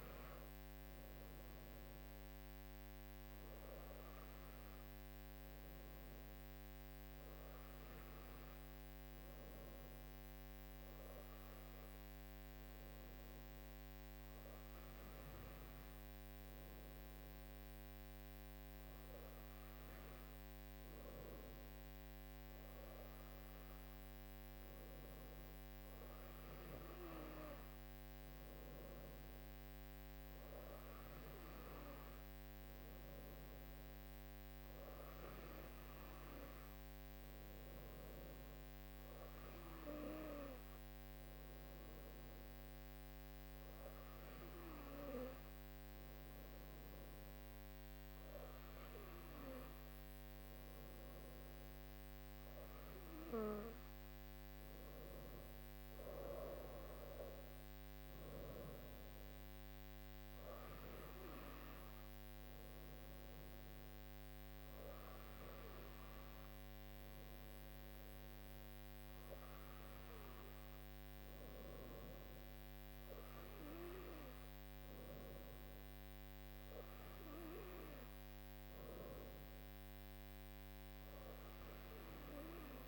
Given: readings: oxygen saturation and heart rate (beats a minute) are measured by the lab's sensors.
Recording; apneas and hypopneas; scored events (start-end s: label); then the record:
breathing in sleep by a microphone on the trachea; none
none scored
From the record:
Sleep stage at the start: N2 (light sleep); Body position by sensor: on the right side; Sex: female